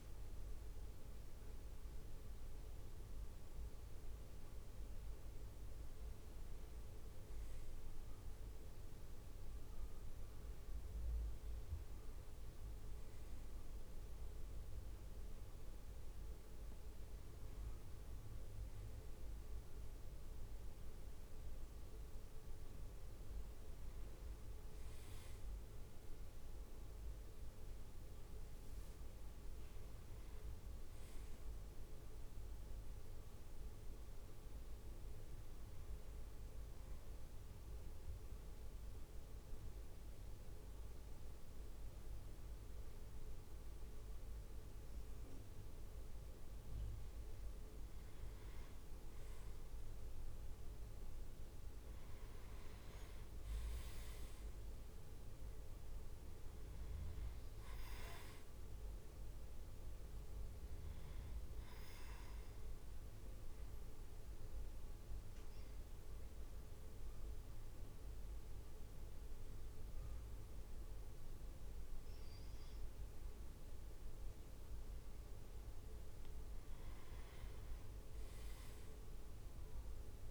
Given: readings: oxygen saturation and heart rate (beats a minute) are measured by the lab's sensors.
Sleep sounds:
a person partly awake in a sleep study, hard to hear, by a room microphone; 2
26.50-80.31 s: new sleep stage, N2 (light sleep)
27.00-29.00 s: leg movement (device-marked)
37.00-47.50 s: mixed apnea (oxygen 99% before, 95% lowest, heart rate 56 before, 55 extreme, up 3 after)
51.00-54.50 s: arousal
62.00-75.00 s: obstructive apnea (oxygen 97% before, 95% lowest, heart rate 56 before, 53 extreme, up 3 after)
77.00-80.31 s: arousal
From the record:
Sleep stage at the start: awake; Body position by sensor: on the back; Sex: male

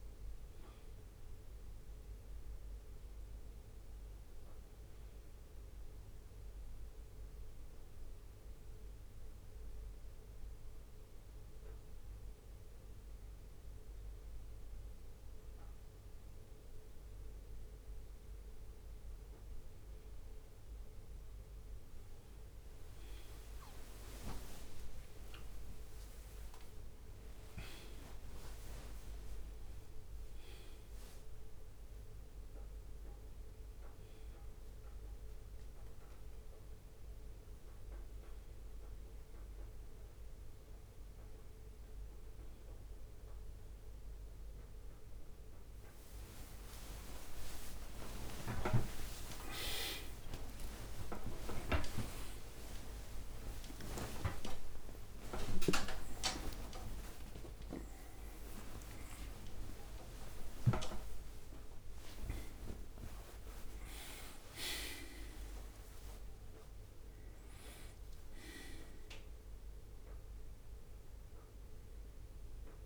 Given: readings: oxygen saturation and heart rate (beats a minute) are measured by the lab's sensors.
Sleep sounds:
a person awake in a sleep study, by a room microphone; 1
2.50-3.50 s: leg movement (device-marked)
3.50-6.00 s: arousal
8.50-19.00 s: hypopnea (oxygen 97% before, 96% lowest, heart rate 63 before, 62 extreme, up 4 after)
22.00-31.50 s: leg movement (device-marked)
33.00-72.86 s: new sleep stage, awake
45.00-56.00 s: tachycardia (device-marked, heart rate 63 before, 150 extreme)
47.00-49.00 s: long interval between heartbeats (device-marked, heart rate 68 before, 89 extreme)
49.50-51.50 s: long interval between heartbeats (device-marked, heart rate 71 before, 131 extreme)
51.50-53.50 s: long interval between heartbeats (device-marked, heart rate 77 before, 138 extreme)
54.00-56.00 s: long interval between heartbeats (device-marked, heart rate 88 before, 126 extreme)
56.00-58.00 s: long interval between heartbeats (device-marked, heart rate 95 before, 119 extreme)
58.50-60.50 s: long interval between heartbeats (device-marked, heart rate 100 before, 98 extreme)
64.50-66.50 s: long interval between heartbeats (device-marked, heart rate 109 before, 98 extreme)
From the record:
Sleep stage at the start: N1 (lightest sleep); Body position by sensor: on the left side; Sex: male

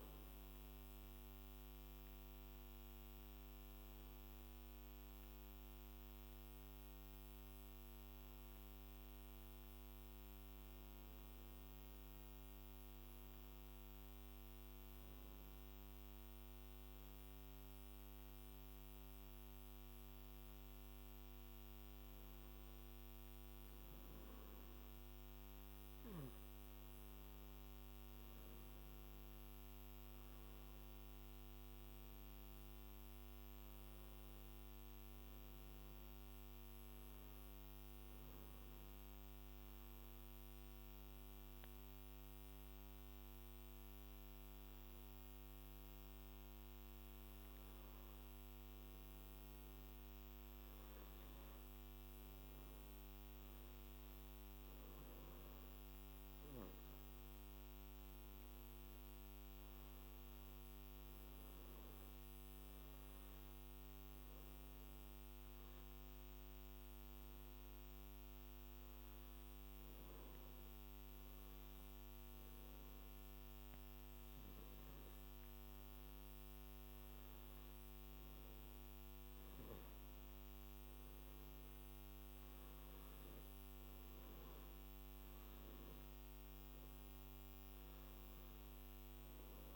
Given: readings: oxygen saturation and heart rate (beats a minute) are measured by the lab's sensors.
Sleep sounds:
breathing in sleep, hard to hear, by a microphone on the trachea; 1
0.00-1.00 s: arousal
32.00-36.00 s: arousal
40.00-50.00 s: obstructive apnea (oxygen 99% before, 95% lowest, heart rate 57 before, 53 extreme, up 7 after)
54.50-58.50 s: arousal
From the record:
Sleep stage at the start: N2 (light sleep); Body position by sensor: on the back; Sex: male

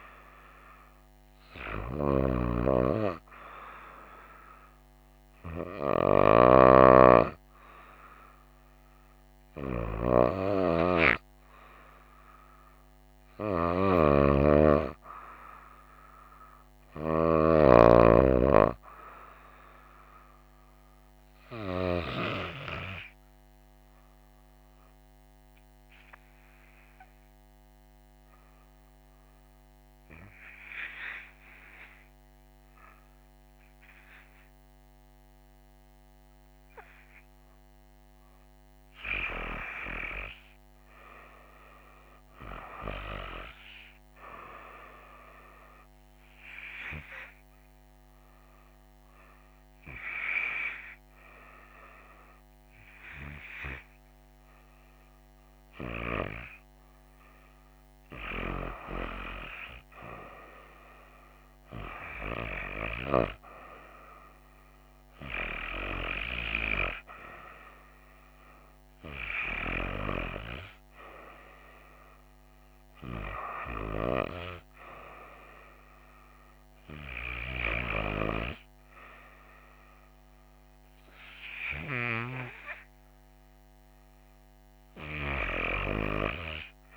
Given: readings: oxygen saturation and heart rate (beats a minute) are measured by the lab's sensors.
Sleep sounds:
breathing in sleep by a microphone on the trachea; 1
26.50-39.00 s: hypopnea (oxygen 95% before, 90% lowest, heart rate 65 before, 55 extreme, up 4 after)
42.00-46.00 s: arousal
48.00-61.00 s: oxygen desaturation (device-marked, oxygen 94% before, 90% lowest, heart rate 61 before, 65 extreme)
From the record:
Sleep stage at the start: REM sleep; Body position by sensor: on the right side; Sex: female

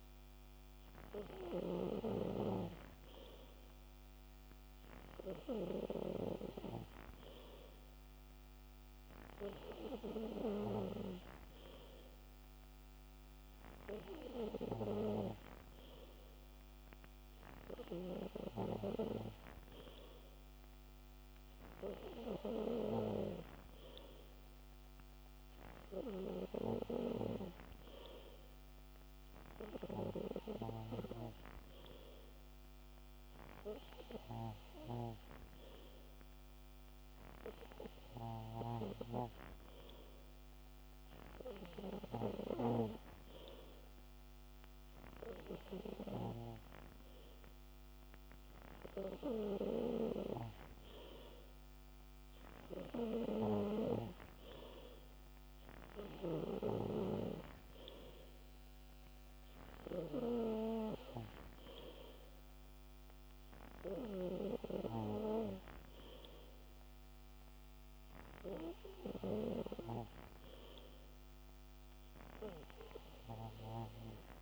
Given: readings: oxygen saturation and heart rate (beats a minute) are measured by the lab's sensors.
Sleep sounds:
breathing in sleep by a microphone on the trachea; none
none scored
From the record:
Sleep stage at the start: N3 (deep sleep); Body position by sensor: on the back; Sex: male

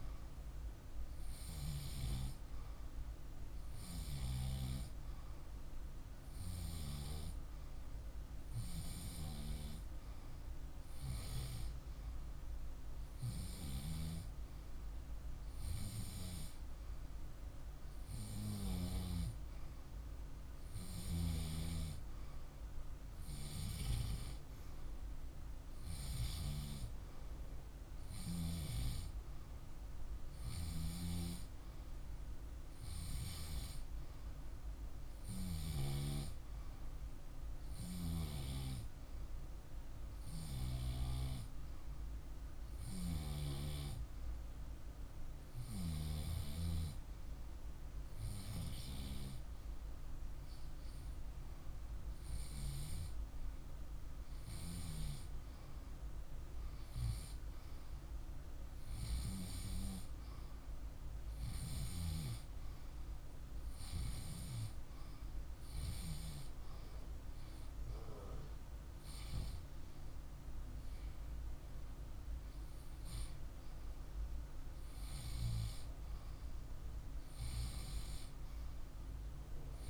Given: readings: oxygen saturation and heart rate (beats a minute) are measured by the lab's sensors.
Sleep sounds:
breathing in sleep by a room microphone; none
none scored
From the record:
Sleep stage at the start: REM sleep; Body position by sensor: on the left side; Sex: male

